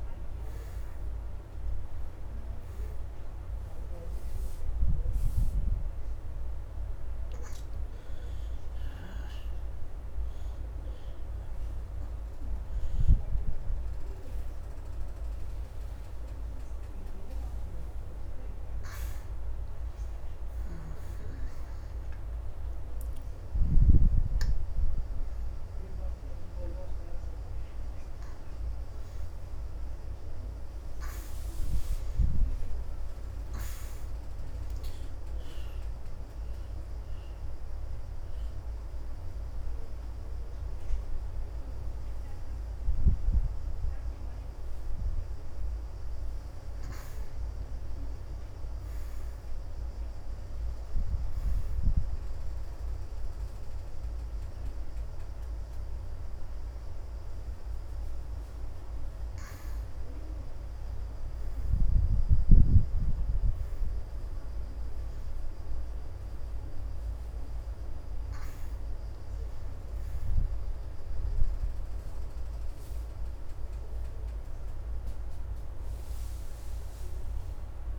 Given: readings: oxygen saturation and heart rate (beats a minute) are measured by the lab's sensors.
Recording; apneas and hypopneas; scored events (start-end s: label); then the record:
a person awake in a sleep study, hard to hear, by a room microphone; none
48.00-62.00 s: oxygen desaturation (device-marked, oxygen 90% before, 86% lowest, heart rate 85 before, 80 extreme)
64.00-74.00 s: oxygen desaturation (device-marked, oxygen 94% before, 87% lowest, heart rate 81 before, 80 extreme)
76.00-77.98 s: oxygen desaturation (device-marked, oxygen 91% before, 87% lowest, heart rate 81 before, 78 extreme)
From the record:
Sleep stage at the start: awake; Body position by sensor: on the back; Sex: female